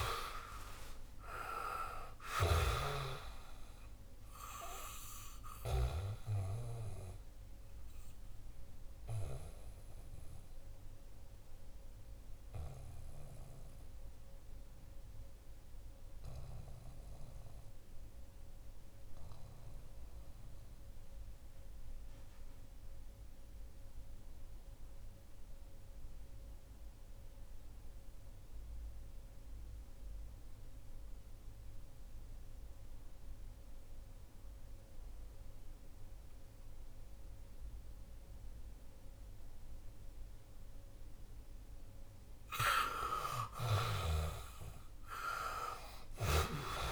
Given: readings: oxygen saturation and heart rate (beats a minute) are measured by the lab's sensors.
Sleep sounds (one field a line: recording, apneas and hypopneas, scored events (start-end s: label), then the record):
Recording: breathing in sleep by a room microphone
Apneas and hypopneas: 1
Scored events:
0.00-1.00 s: arousal
0.00-2.50 s: snoring (device-marked)
0.00-28.00 s: oxygen desaturation (device-marked, oxygen 83% lowest, heart rate 61 extreme)
6.00-42.50 s: mixed apnea (oxygen 99% before, 83% lowest, heart rate 65 before, 59 extreme, up 10 after)
41.00-46.92 s: oxygen desaturation (device-marked, oxygen 98% before, 84% lowest, heart rate 62 before, 59 extreme)
44.00-46.92 s: arousal
From the record:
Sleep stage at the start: REM sleep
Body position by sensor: on the back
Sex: male